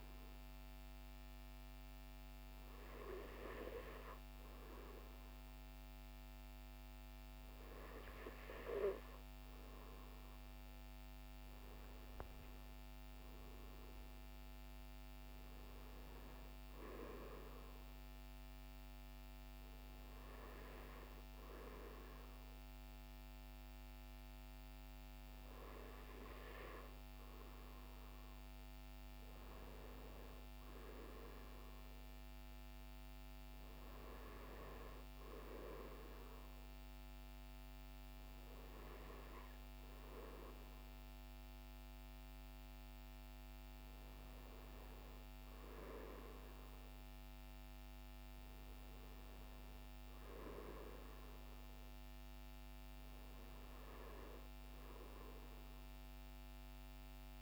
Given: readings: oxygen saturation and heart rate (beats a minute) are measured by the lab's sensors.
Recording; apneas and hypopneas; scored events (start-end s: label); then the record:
breathing in sleep by a microphone on the trachea; none
none scored
From the record:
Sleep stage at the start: N2 (light sleep); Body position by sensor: on the right side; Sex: male